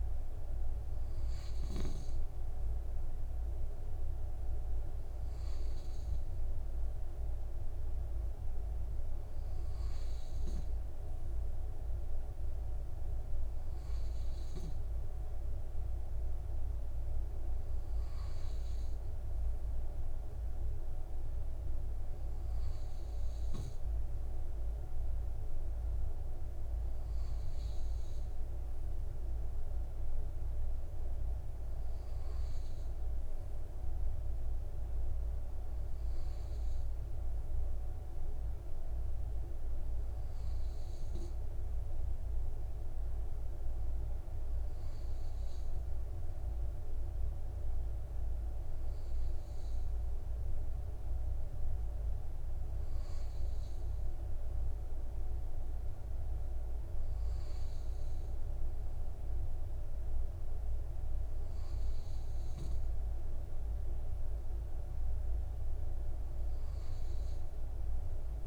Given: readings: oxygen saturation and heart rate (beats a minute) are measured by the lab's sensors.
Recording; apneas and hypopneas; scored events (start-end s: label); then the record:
breathing in sleep, hard to hear, by a room microphone; none
none scored
From the record:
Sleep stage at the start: N2 (light sleep); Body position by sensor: on the right side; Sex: male